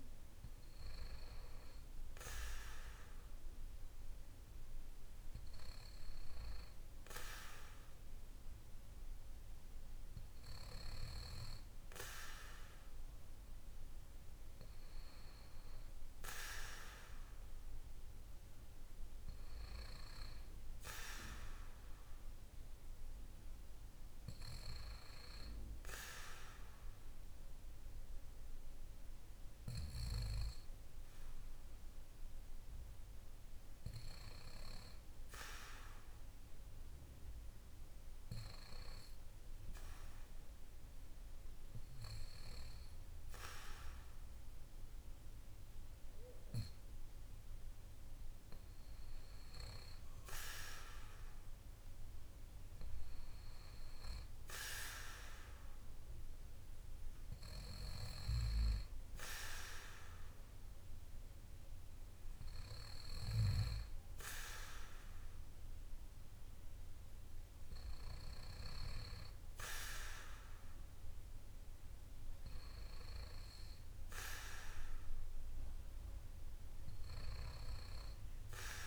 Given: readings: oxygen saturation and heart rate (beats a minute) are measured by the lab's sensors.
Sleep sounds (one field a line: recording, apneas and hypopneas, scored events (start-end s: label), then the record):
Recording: breathing in sleep by a room microphone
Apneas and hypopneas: 1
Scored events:
28.00-49.00 s: hypopnea (oxygen 96% before, 93% lowest, heart rate 55 before, 53 extreme, up 2 after)
50.50-55.00 s: arousal
From the record:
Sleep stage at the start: N2 (light sleep)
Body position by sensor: on the back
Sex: male